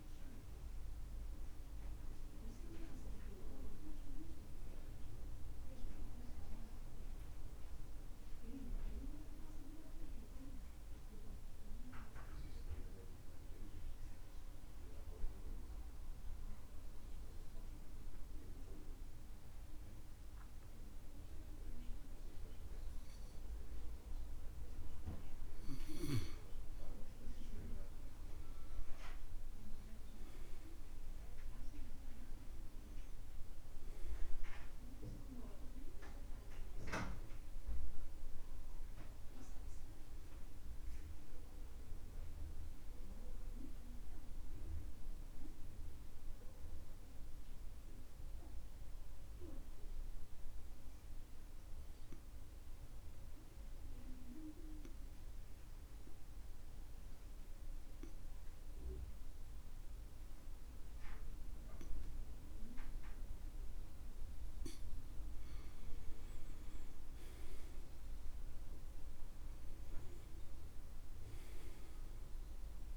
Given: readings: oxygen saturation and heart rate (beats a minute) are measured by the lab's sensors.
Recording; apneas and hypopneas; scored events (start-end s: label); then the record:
breathing in sleep by a room microphone; 2
0.00-9.00 s: oxygen desaturation (device-marked, oxygen 88% lowest, heart rate 61 extreme)
10.00-26.00 s: mixed apnea (oxygen 94% before, 91% lowest, heart rate 66 before, 61 extreme, up 11 after)
27.50-31.00 s: arousal
31.00-60.00 s: oxygen desaturation (device-marked, oxygen 97% before, 91% lowest, heart rate 65 before, 63 extreme)
45.00-64.50 s: obstructive apnea (oxygen 97% before, 89% lowest, heart rate 71 before, 63 extreme, up 13 after)
66.50-69.00 s: arousal
71.00-72.97 s: oxygen desaturation (device-marked, oxygen 96% before, 89% lowest, heart rate 66 before, 62 extreme)
From the record:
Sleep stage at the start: N2 (light sleep); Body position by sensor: on the back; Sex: male